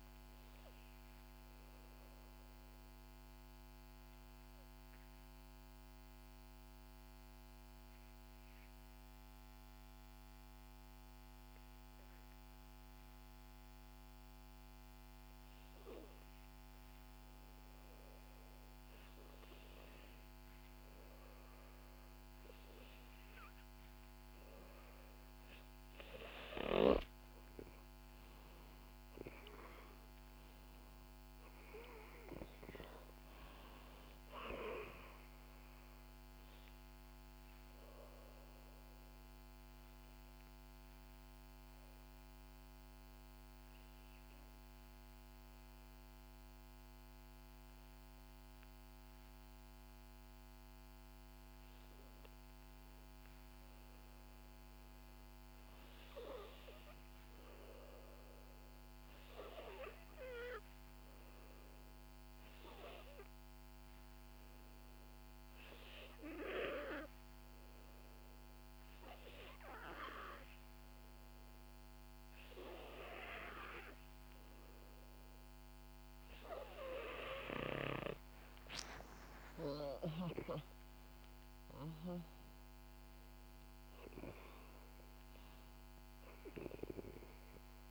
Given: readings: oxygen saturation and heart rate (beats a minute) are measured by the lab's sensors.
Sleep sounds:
breathing in sleep by a microphone on the trachea; 3
2.50-20.00 s: obstructive apnea (oxygen 92% before, 89% lowest, heart rate 67 before, 57 extreme, up 8 after)
22.00-25.50 s: arousal
31.00-51.00 s: oxygen desaturation (device-marked, oxygen 96% before, 90% lowest, heart rate 63 before, 58 extreme)
38.00-54.00 s: obstructive apnea (oxygen 97% before, 90% lowest, heart rate 66 before, 58 extreme, up 6 after)
51.50-53.50 s: long interval between heartbeats (device-marked, heart rate 64 before, 59 extreme)
55.50-59.00 s: arousal
63.00-77.50 s: hypopnea (oxygen 96% before, 90% lowest, heart rate 61 before, 60 extreme, up 7 after)
79.00-83.50 s: arousal
From the record:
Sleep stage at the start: N2 (light sleep); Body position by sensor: on the back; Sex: female

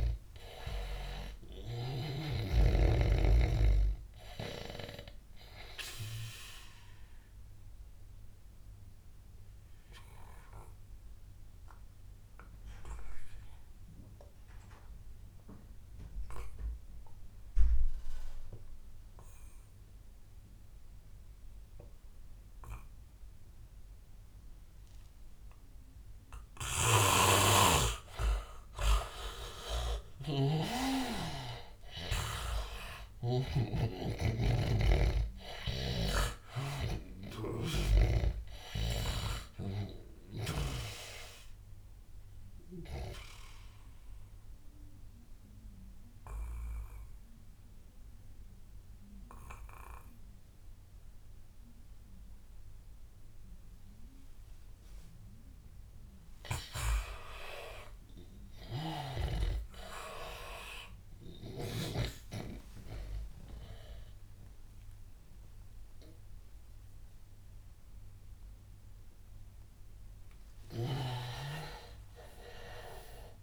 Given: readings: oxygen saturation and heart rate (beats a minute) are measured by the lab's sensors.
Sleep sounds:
breathing in sleep by a room microphone; 2
0.00-2.50 s: snoring (device-marked)
5.00-27.50 s: obstructive apnea (oxygen 100% before, 81% lowest, heart rate 100 before, 87 extreme, up 12 after)
22.00-51.00 s: oxygen desaturation (device-marked, oxygen 99% before, 81% lowest, heart rate 95 before, 87 extreme)
27.00-34.00 s: snoring (device-marked)
30.00-33.50 s: arousal
36.00-41.00 s: snoring (device-marked)
41.00-56.00 s: obstructive apnea (oxygen 99% before, 81% lowest, heart rate 93 before, 93 extreme, up 5 after)
58.50-62.00 s: snoring (device-marked)
62.50-69.50 s: arousal
67.00-73.43 s: oxygen desaturation (device-marked, oxygen 99% before, 90% lowest, heart rate 96 before, 80 extreme)
70.50-73.43 s: snoring (device-marked)
From the record:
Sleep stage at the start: N2 (light sleep); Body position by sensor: on the back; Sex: male

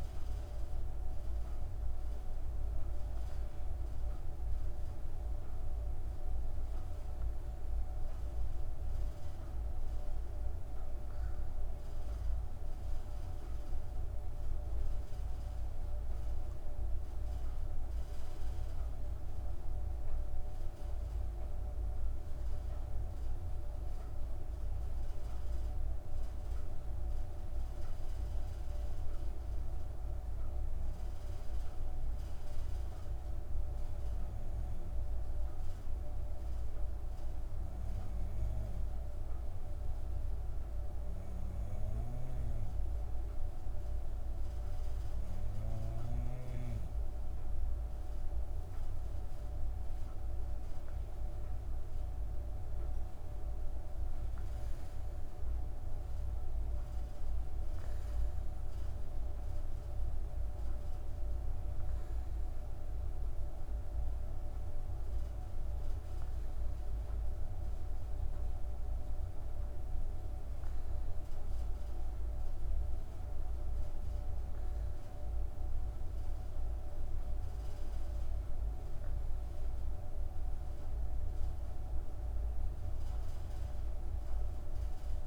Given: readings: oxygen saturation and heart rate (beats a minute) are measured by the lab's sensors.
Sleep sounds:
breathing in sleep, hard to hear, by a room microphone; 1
17.50-45.00 s: hypopnea (oxygen 96% before, 94% lowest)
47.00-50.50 s: arousal
From the record:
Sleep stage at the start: N1 (lightest sleep); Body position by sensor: on the back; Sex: female

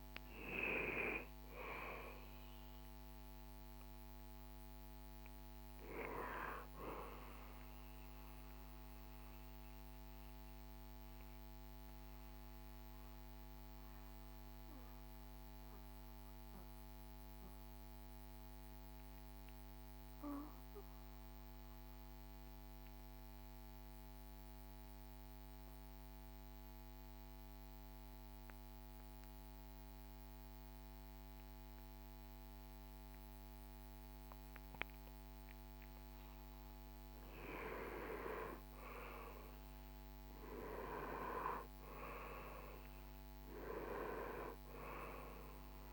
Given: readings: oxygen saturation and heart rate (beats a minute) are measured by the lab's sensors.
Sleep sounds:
breathing in sleep by a microphone on the trachea; 1
0.00-20.00 s: oxygen desaturation (device-marked, oxygen 81% lowest, heart rate 57 extreme)
8.50-34.00 s: obstructive apnea (oxygen 96% before, 81% lowest, heart rate 73 before, 57 extreme, up 12 after)
36.50-42.50 s: arousal
44.00-45.93 s: oxygen desaturation (device-marked, oxygen 96% before, 89% lowest, heart rate 63 before, 60 extreme)
From the record:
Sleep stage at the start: REM sleep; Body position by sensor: on the back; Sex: male

